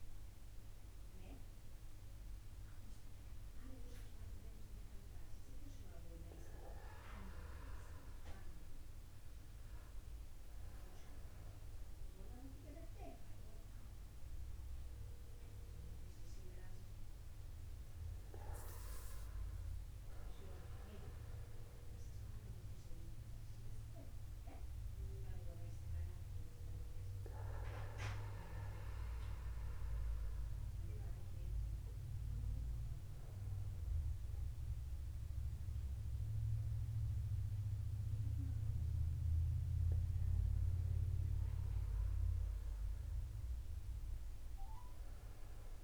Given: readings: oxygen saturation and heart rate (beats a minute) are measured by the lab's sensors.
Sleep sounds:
a person awake in a sleep study, by a room microphone; none
10.50-12.50 s: long interval between heartbeats (device-marked, heart rate 51 before, 57 extreme)
19.50-21.50 s: long interval between heartbeats (device-marked, heart rate 54 before, 59 extreme)
22.00-24.00 s: long interval between heartbeats (device-marked, heart rate 55 before, 68 extreme)
28.00-30.00 s: long interval between heartbeats (device-marked, heart rate 60 before, 75 extreme)
35.00-37.00 s: long interval between heartbeats (device-marked, heart rate 66 before, 91 extreme)
38.00-40.00 s: long interval between heartbeats (device-marked, heart rate 71 before, 92 extreme)
40.50-42.50 s: long interval between heartbeats (device-marked, heart rate 76 before, 128 extreme)
44.50-45.84 s: long interval between heartbeats (device-marked, heart rate 87 before, 125 extreme)
From the record:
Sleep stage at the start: awake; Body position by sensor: upright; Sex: male

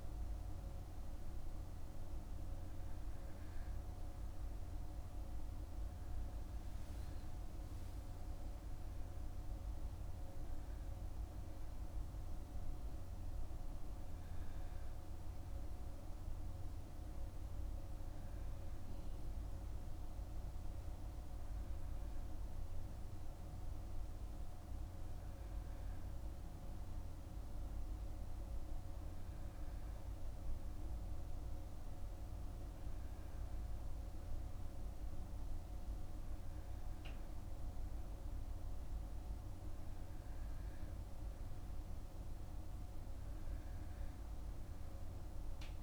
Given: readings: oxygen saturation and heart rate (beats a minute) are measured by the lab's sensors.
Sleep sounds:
breathing in sleep, hard to hear, by a room microphone; none
none scored
From the record:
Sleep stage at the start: N2 (light sleep); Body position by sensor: on the back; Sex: male

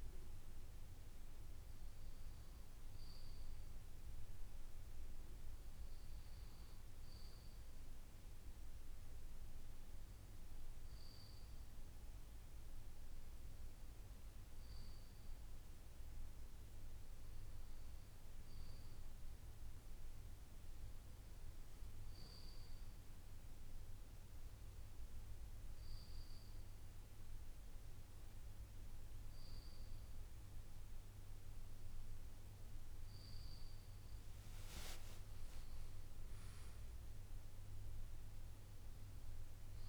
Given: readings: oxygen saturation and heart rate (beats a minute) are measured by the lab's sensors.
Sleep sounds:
breathing in sleep, hard to hear, by a room microphone; none
31.00-35.00 s: arousal
From the record:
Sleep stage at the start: N2 (light sleep); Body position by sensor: on the left side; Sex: male

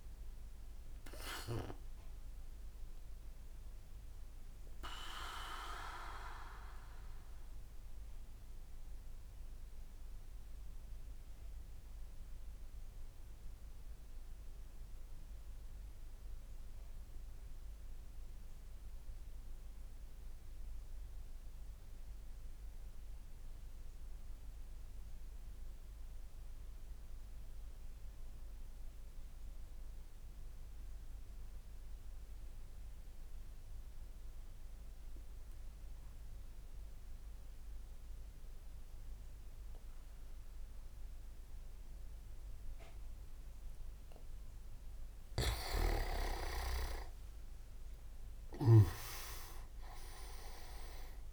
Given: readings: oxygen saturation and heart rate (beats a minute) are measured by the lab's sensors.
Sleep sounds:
breathing in sleep by a room microphone; 1
0.00-5.00 s: oxygen desaturation (device-marked, oxygen 95% lowest)
0.50-43.00 s: obstructive apnea (oxygen 99% before, 94% lowest)
36.00-51.33 s: oxygen desaturation (device-marked, oxygen 99% before, 94% lowest)
45.00-48.50 s: snoring (device-marked)
45.50-50.00 s: arousal
46.00-47.50 s: leg movement (device-marked)
From the record:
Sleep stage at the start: N2 (light sleep); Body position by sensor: on the back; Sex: male

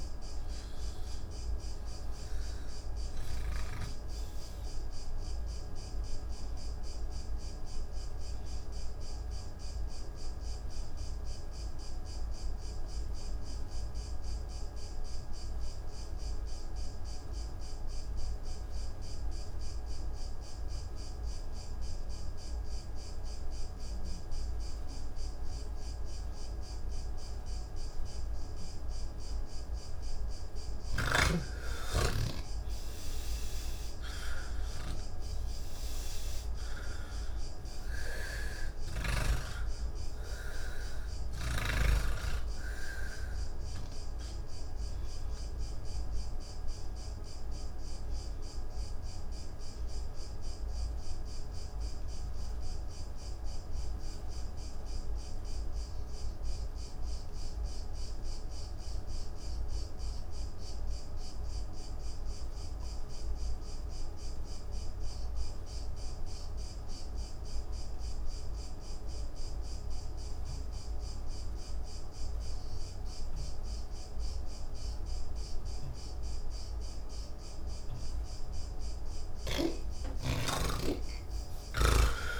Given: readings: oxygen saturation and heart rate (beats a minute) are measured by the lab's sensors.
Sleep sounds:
breathing in sleep by a room microphone; 2
0.00-8.00 s: oxygen desaturation (device-marked, oxygen 79% lowest, heart rate 70 extreme)
6.50-29.50 s: obstructive apnea (oxygen 90% before, 82% lowest, heart rate 122 before, 38 extreme, up 34 after)
27.00-57.00 s: oxygen desaturation (device-marked, oxygen 98% before, 82% lowest, heart rate 103 before, 38 extreme)
43.50-77.00 s: obstructive apnea (oxygen 99% before, 78% lowest, heart rate 108 before, 38 extreme, up 14 after)
70.00-82.40 s: oxygen desaturation (device-marked, oxygen 98% before, 78% lowest, heart rate 86 before, 28 extreme)
79.50-82.40 s: snoring (device-marked)
From the record:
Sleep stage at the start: N3 (deep sleep); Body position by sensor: on the back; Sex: male

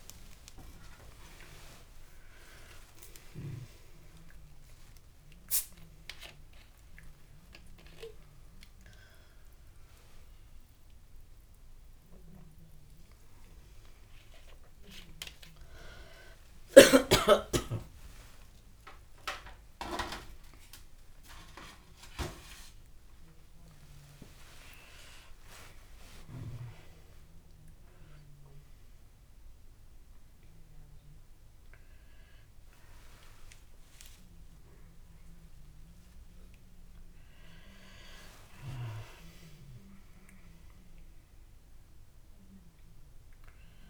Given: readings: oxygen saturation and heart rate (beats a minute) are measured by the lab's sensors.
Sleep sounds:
a person awake in a sleep study, by a room microphone; none
none scored
From the record:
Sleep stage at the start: awake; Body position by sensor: on the back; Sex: female

